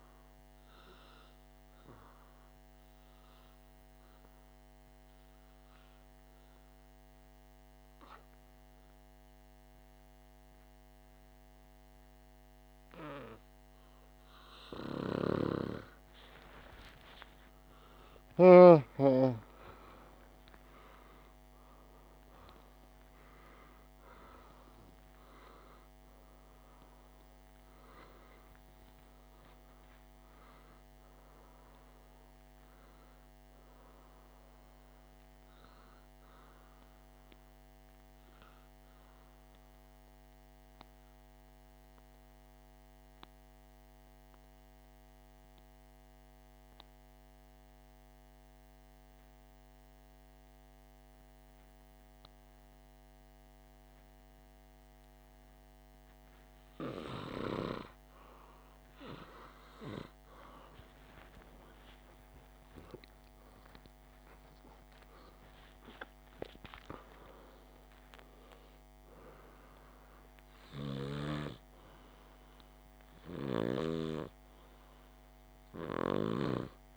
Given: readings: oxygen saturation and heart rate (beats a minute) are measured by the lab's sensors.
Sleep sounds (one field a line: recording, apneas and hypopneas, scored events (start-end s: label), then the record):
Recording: breathing in sleep by a microphone on the trachea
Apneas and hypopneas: 2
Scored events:
2.50-15.00 s: obstructive apnea (oxygen 97% before, 93% lowest, heart rate 51 before, 50 extreme, up 19 after)
16.00-21.00 s: arousal
37.00-57.50 s: obstructive apnea (oxygen 96% before, 94% lowest, heart rate 60 before, 50 extreme, up 11 after)
60.50-65.00 s: arousal
71.50-76.97 s: oxygen desaturation (device-marked, oxygen 100% before, 95% lowest, heart rate 54 before, 50 extreme)
From the record:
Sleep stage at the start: N2 (light sleep)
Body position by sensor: on the back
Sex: male